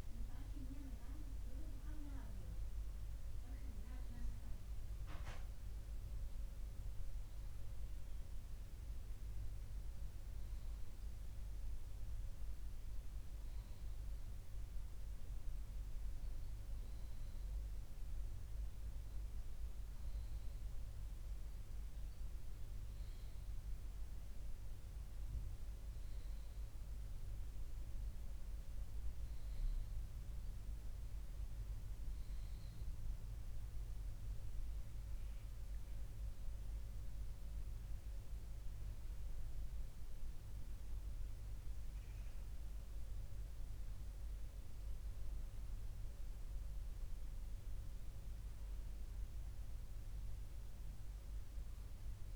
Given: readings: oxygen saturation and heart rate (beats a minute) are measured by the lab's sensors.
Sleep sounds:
breathing in sleep by a room microphone; none
none scored
From the record:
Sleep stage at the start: N2 (light sleep); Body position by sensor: on the left side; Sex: male

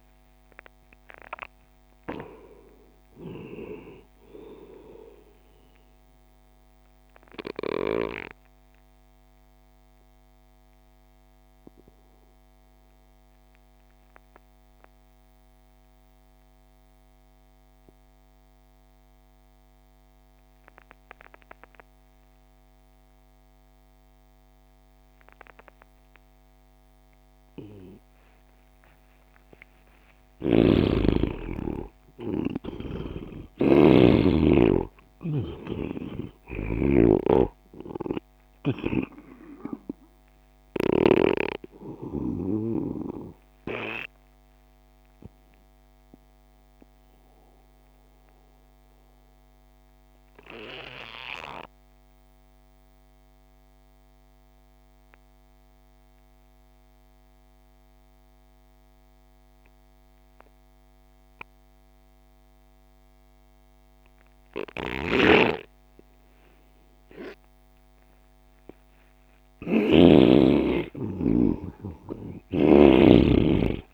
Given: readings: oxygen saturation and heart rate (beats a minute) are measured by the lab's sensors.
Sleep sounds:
breathing in sleep by a microphone on the trachea; 2
0.00-15.00 s: oxygen desaturation (device-marked, oxygen 85% lowest)
7.50-29.00 s: obstructive apnea (oxygen 98% before, 85% lowest)
30.50-33.00 s: arousal
31.00-54.00 s: oxygen desaturation (device-marked, oxygen 99% before, 90% lowest)
35.50-42.50 s: snoring (device-marked)
45.50-69.00 s: obstructive apnea (oxygen 99% before, 88% lowest)
64.00-73.94 s: oxygen desaturation (device-marked, oxygen 99% before, 88% lowest)
65.00-70.50 s: snoring (device-marked)
71.50-73.94 s: arousal
72.50-73.94 s: snoring (device-marked)
From the record:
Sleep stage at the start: N2 (light sleep); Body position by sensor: on the right side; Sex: male

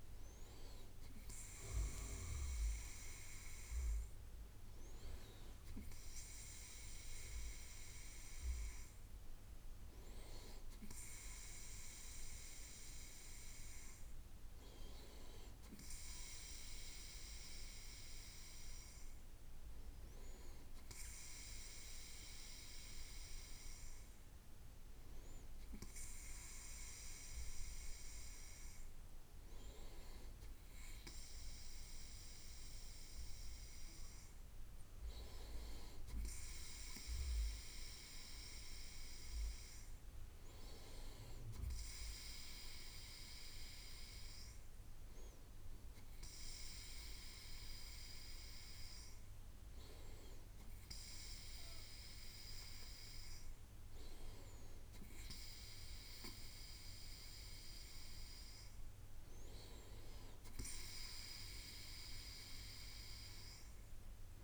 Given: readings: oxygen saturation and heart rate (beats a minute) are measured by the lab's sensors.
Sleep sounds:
breathing in sleep by a room microphone; none
none scored
From the record:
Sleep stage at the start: N2 (light sleep); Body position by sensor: on the right side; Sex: male

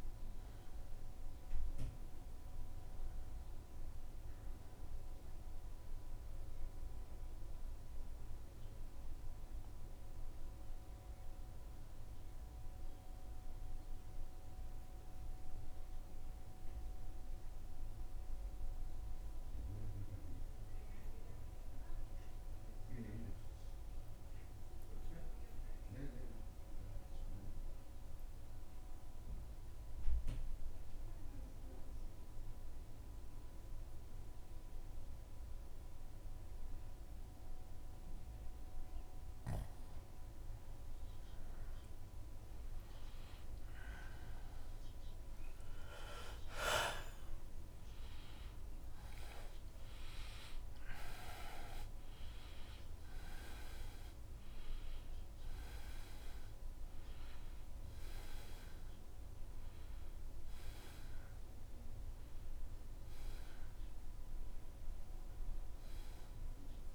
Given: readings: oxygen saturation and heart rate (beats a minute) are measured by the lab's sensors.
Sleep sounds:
breathing in sleep by a room microphone; 1
6.00-39.00 s: obstructive apnea (oxygen 97% before, 87% lowest, heart rate 78 before, 76 extreme, up 9 after)
25.00-43.00 s: oxygen desaturation (device-marked, oxygen 97% before, 90% lowest, heart rate 77 before, 76 extreme)
41.50-47.50 s: arousal
45.00-66.95 s: new sleep stage, N1 (lightest sleep)
From the record:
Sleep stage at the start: N2 (light sleep); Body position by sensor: on the back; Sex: male

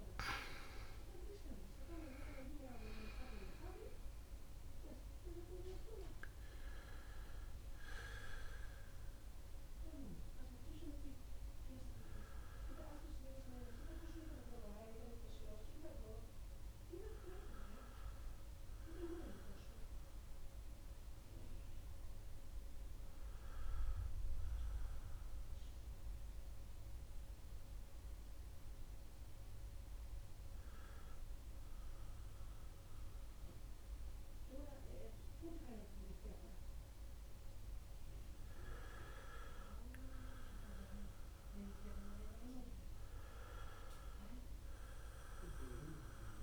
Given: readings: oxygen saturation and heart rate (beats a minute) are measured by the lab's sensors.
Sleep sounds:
breathing in sleep by a room microphone; none
0.00-7.00 s: bradycardia (device-marked)
0.00-8.00 s: oxygen desaturation (device-marked, oxygen 92% lowest, heart rate 27 extreme)
4.00-6.00 s: long interval between heartbeats (device-marked, heart rate 55 before, 27 extreme)
38.00-46.43 s: oxygen desaturation (device-marked, oxygen 98% before, 92% lowest, heart rate 70 before, 69 extreme)
From the record:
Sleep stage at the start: N2 (light sleep); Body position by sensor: on the back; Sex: male

